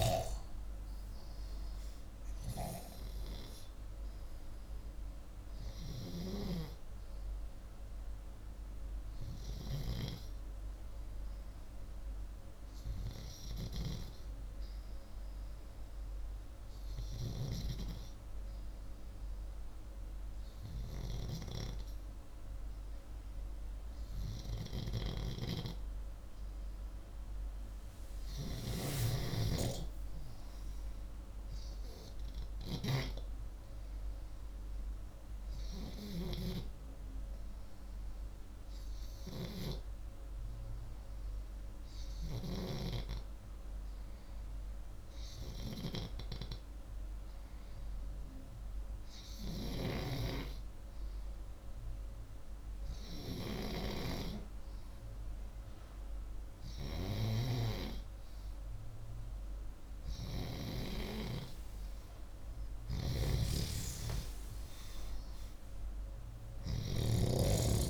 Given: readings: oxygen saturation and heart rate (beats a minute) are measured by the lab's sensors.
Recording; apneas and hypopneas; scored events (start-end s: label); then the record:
breathing in sleep by a room microphone; 2
0.00-2.50 s: arousal
10.00-26.00 s: hypopnea (oxygen 92% before, 88% lowest, heart rate 68 before, 59 extreme, up 5 after)
28.00-31.00 s: arousal
37.50-49.50 s: hypopnea (oxygen 91% before, 88% lowest, heart rate 63 before, 59 extreme, up 3 after)
51.50-56.00 s: arousal
62.50-67.90 s: snoring (device-marked)
From the record:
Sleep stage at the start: N2 (light sleep); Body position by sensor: upright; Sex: male